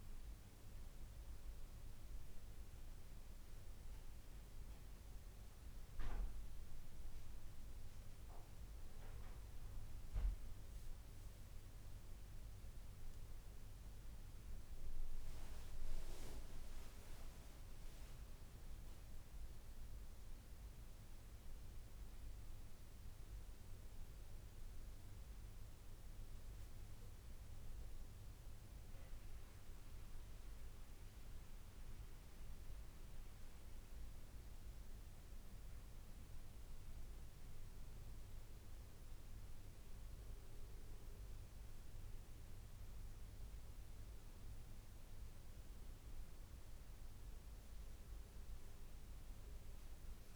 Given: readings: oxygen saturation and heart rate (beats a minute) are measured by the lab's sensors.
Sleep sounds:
a person awake in a sleep study, hard to hear, by a room microphone; none
none scored
From the record:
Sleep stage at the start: awake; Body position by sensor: on the back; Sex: female

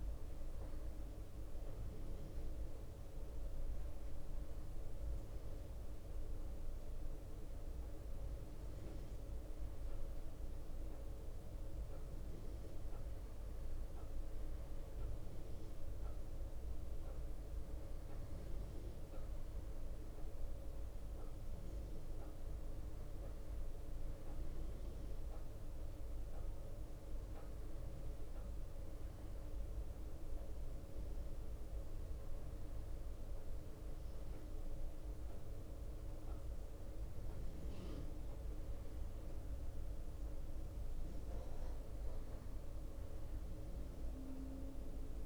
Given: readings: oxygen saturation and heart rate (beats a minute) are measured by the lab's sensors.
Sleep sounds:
breathing in sleep, hard to hear, by a room microphone; none
none scored
From the record:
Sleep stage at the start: N1 (lightest sleep); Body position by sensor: on the right side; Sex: male

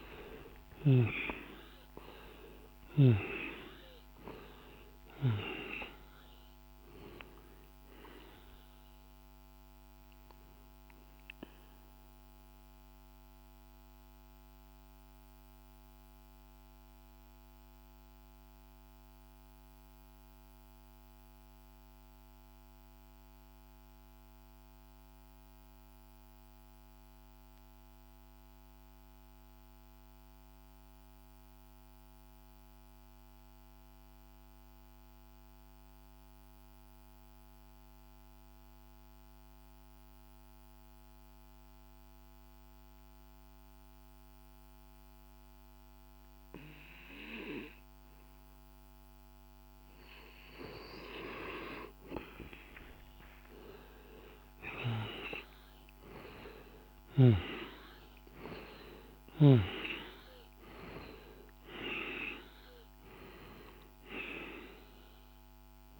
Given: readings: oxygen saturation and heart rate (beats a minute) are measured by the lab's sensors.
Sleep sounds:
breathing in sleep by a microphone on the trachea; 1
0.00-21.00 s: oxygen desaturation (device-marked, oxygen 88% lowest, heart rate 46 extreme)
11.50-50.00 s: mixed apnea (oxygen 97% before, 87% lowest, heart rate 73 before, 46 extreme, up 28 after)
38.00-66.00 s: oxygen desaturation (device-marked, oxygen 100% before, 87% lowest, heart rate 48 before, 46 extreme)
51.50-56.00 s: arousal
From the record:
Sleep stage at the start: N2 (light sleep); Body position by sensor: on the back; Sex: male

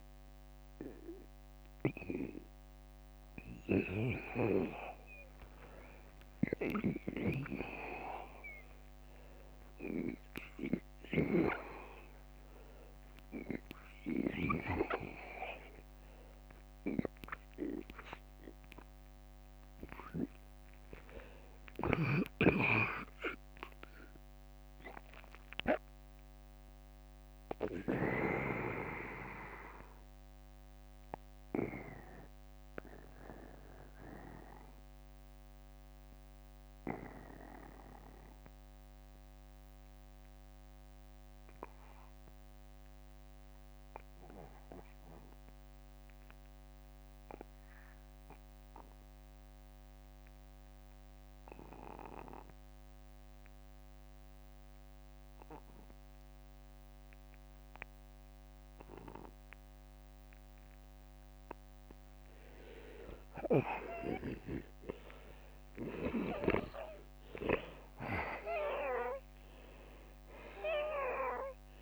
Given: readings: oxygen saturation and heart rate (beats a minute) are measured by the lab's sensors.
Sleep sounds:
breathing in sleep by a microphone on the trachea; 1
1.50-14.50 s: oxygen desaturation (device-marked, oxygen 92% before, 89% lowest, heart rate 69 before, 52 extreme)
14.50-71.82 s: new sleep stage, N2 (light sleep)
16.50-22.50 s: oxygen desaturation (device-marked, oxygen 90% before, 81% lowest, heart rate 59 before, 52 extreme)
20.50-25.00 s: arousal
28.00-61.00 s: obstructive apnea (oxygen 92% before, 81% lowest, heart rate 63 before, 48 extreme, up 20 after)
43.50-45.50 s: long interval between heartbeats (device-marked, heart rate 59 before, 52 extreme)
49.00-51.00 s: long interval between heartbeats (device-marked, heart rate 56 before, 59 extreme)
61.50-71.82 s: oxygen desaturation (device-marked, oxygen 97% before, 89% lowest, heart rate 52 before, 47 extreme)
62.50-67.00 s: arousal
From the record:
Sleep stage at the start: N1 (lightest sleep); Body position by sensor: on the back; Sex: male

